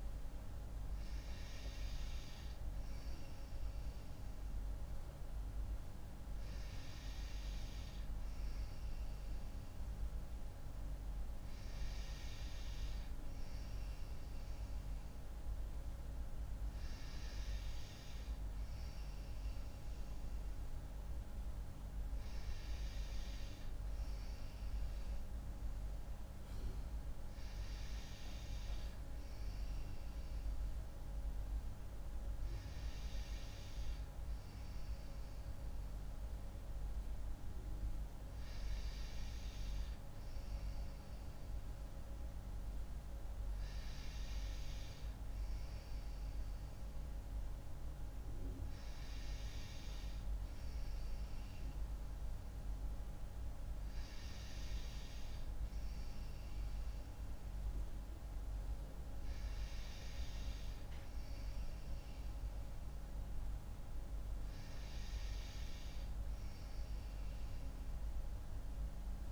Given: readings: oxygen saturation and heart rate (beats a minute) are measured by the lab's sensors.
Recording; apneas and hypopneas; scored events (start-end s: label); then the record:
breathing in sleep, hard to hear, by a room microphone; none
none scored
From the record:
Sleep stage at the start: N2 (light sleep); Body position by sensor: on the right side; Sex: female